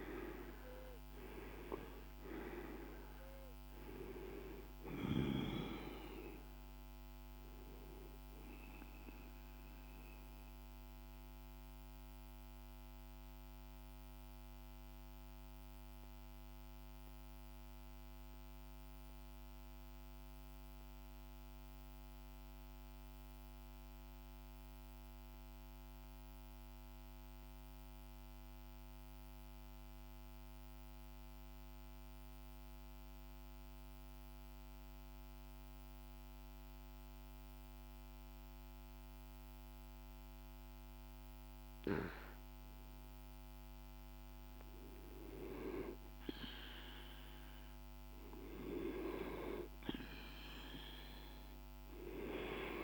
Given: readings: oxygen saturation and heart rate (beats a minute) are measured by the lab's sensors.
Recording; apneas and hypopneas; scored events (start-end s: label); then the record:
breathing in sleep by a microphone on the trachea; 1
0.00-18.50 s: oxygen desaturation (device-marked, oxygen 86% lowest, heart rate 49 extreme)
10.00-43.00 s: central apnea (oxygen 99% before, 86% lowest, heart rate 55 before, 46 extreme, up 1 after)
39.50-52.84 s: oxygen desaturation (device-marked, oxygen 99% before, 89% lowest, heart rate 49 before, 46 extreme)
From the record:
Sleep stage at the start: N2 (light sleep); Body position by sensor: on the back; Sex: male